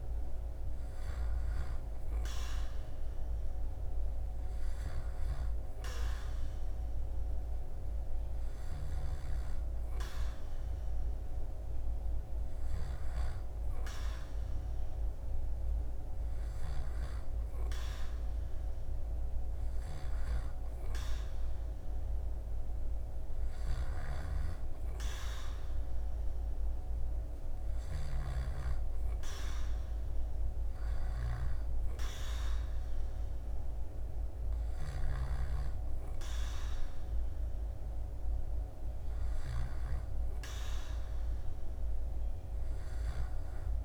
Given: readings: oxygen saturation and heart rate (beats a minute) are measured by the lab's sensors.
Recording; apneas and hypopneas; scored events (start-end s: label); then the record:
breathing in sleep, hard to hear, by a room microphone; none
8.00-16.50 s: snoring (device-marked)
23.00-39.00 s: snoring (device-marked)
From the record:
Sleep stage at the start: N2 (light sleep); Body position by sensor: on the back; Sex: male